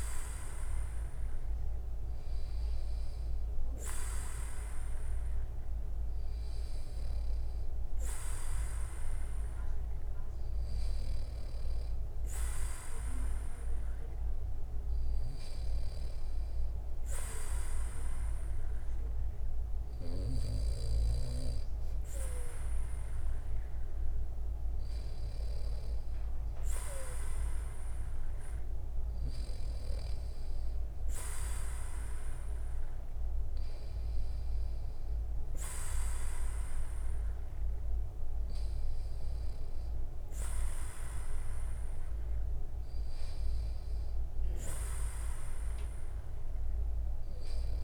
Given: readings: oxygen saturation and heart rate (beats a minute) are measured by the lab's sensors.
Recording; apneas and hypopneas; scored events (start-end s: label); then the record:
breathing in sleep by a room microphone; none
none scored
From the record:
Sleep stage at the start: N2 (light sleep); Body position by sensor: on the back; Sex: male